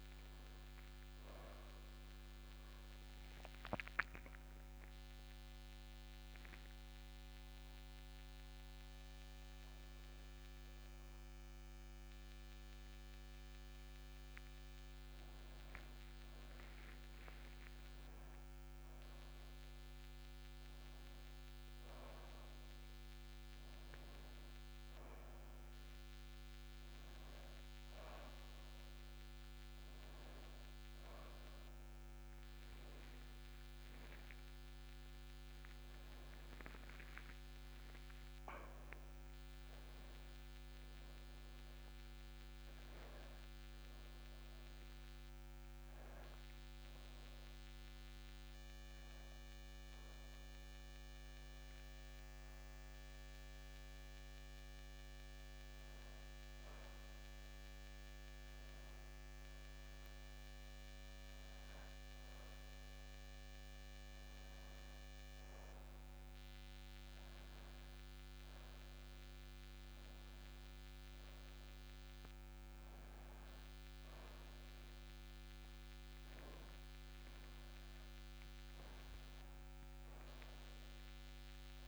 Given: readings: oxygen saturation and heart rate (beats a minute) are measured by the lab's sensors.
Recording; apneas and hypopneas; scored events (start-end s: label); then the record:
a person awake in a sleep study, hard to hear, by a microphone on the trachea; none
27.50-40.50 s: oxygen desaturation (device-marked, oxygen 99% before, 96% lowest, heart rate 55 before, 49 extreme)
From the record:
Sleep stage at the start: awake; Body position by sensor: upright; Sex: male